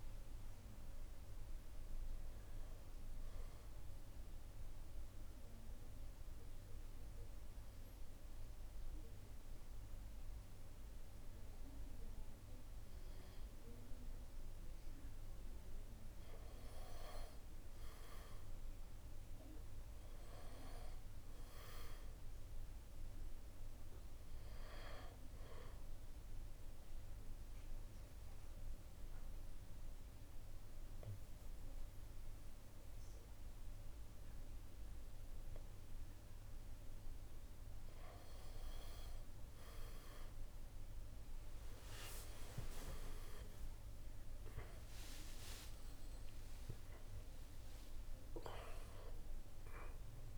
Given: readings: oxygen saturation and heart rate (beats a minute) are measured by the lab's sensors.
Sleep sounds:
breathing in sleep by a room microphone; 2
0.00-6.50 s: oxygen desaturation (device-marked, oxygen 89% lowest, heart rate 68 extreme)
4.50-14.50 s: central apnea (oxygen 95% before, 89% lowest, heart rate 76 before, 68 extreme, up 6 after)
17.00-21.00 s: arousal
23.50-37.50 s: oxygen desaturation (device-marked, oxygen 96% before, 90% lowest, heart rate 72 before, 71 extreme)
27.00-37.50 s: central apnea (oxygen 97% before, 90% lowest, heart rate 72 before, 71 extreme, up 6 after)
42.50-48.00 s: arousal
42.50-50.38 s: drop in pulse transit time (device-marked, heart rate 73 before, 75 extreme)
47.50-50.38 s: oxygen desaturation (device-marked, oxygen 96% before, 91% lowest, heart rate 74 before, 71 extreme)
From the record:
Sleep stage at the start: N1 (lightest sleep); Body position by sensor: on the back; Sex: male

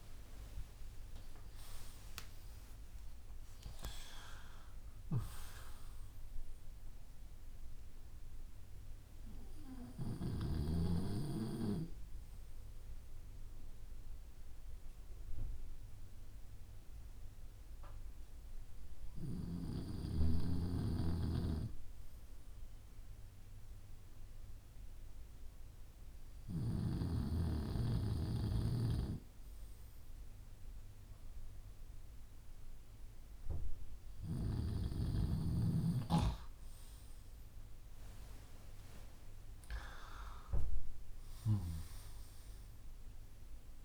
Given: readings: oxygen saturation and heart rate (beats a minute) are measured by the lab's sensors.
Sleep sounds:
breathing in sleep by a room microphone; 1
0.00-2.50 s: arousal
14.50-34.50 s: hypopnea (oxygen 98% before, 96% lowest)
36.50-41.00 s: arousal
From the record:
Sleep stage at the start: N2 (light sleep); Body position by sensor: on the back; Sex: male

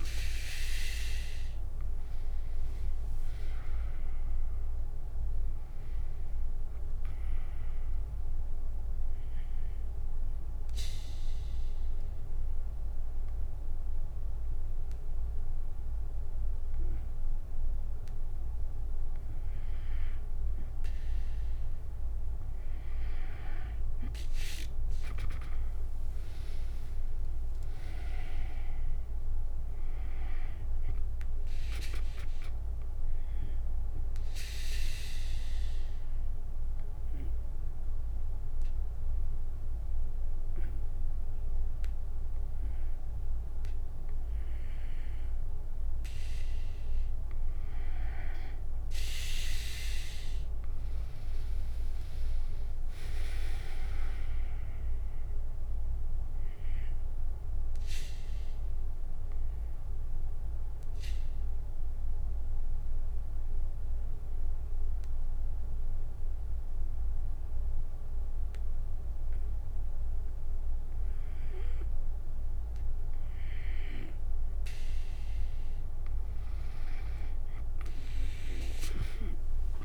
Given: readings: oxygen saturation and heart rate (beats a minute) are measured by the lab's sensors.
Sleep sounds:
breathing in sleep by a room microphone; 3
2.00-6.00 s: arousal
9.00-21.00 s: obstructive apnea (oxygen 94% before, 91% lowest, heart rate 71 before, 61 extreme, up 13 after)
25.50-29.50 s: arousal
26.50-41.50 s: oxygen desaturation (device-marked, oxygen 96% before, 92% lowest, heart rate 67 before, 60 extreme)
33.50-47.00 s: mixed apnea (oxygen 96% before, 91% lowest, heart rate 69 before, 60 extreme, up 12 after)
50.50-69.50 s: oxygen desaturation (device-marked, oxygen 97% before, 91% lowest, heart rate 67 before, 60 extreme)
51.00-54.50 s: arousal
57.00-73.00 s: obstructive apnea (oxygen 97% before, 91% lowest, heart rate 67 before, 58 extreme, up 10 after)
76.50-79.85 s: oxygen desaturation (device-marked, oxygen 98% before, 92% lowest, heart rate 64 before, 58 extreme)
78.50-79.85 s: drop in pulse transit time (device-marked, heart rate 64 before, 66 extreme)
From the record:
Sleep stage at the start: N2 (light sleep); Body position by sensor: on the back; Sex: female

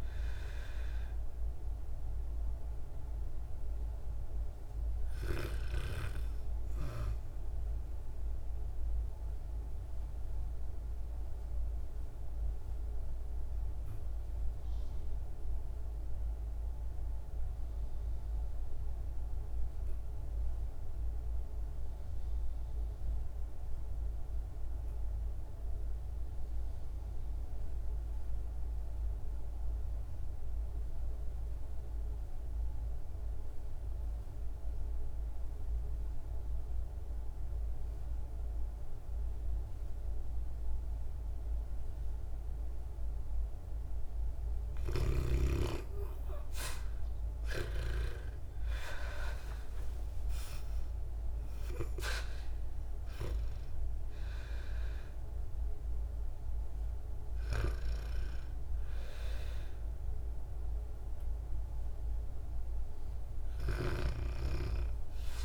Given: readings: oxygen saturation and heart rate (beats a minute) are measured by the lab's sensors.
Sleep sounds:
breathing in sleep by a room microphone; 1
0.00-18.50 s: oxygen desaturation (device-marked, oxygen 73% lowest, heart rate 49 extreme)
8.50-43.00 s: obstructive apnea (oxygen 94% before, 72% lowest, heart rate 61 before, 49 extreme, up 35 after)
32.50-65.45 s: oxygen desaturation (device-marked, oxygen 98% before, 72% lowest, heart rate 57 before, 49 extreme)
47.00-52.50 s: arousal
From the record:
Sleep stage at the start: REM sleep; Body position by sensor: on the back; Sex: female

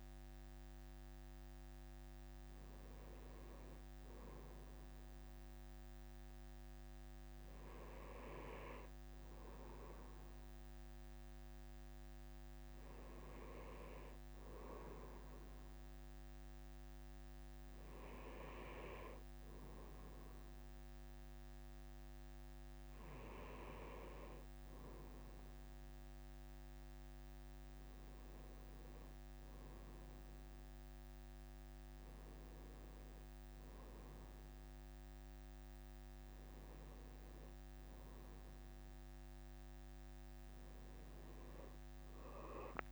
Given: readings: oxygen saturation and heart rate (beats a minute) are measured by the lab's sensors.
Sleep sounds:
breathing in sleep by a microphone on the trachea; none
none scored
From the record:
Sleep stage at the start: N2 (light sleep); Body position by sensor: on the right side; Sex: male

